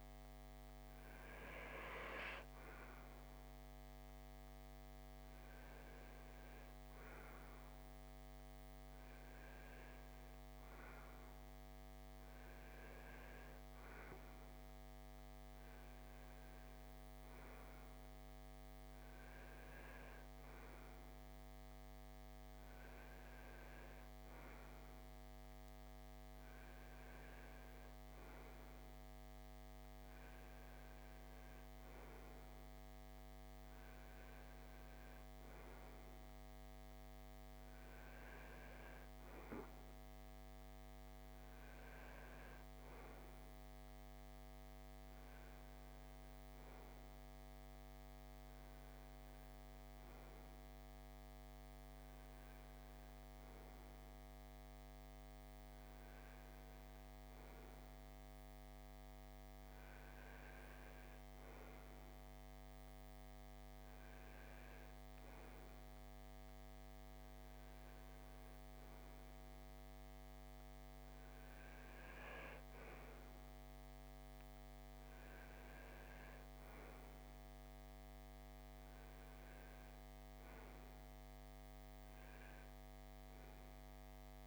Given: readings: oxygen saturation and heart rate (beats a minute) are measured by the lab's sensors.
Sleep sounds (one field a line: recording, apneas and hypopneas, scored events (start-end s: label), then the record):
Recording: breathing in sleep, hard to hear, by a microphone on the trachea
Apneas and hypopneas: none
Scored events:
none scored
From the record:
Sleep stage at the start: REM sleep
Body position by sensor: on the right side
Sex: male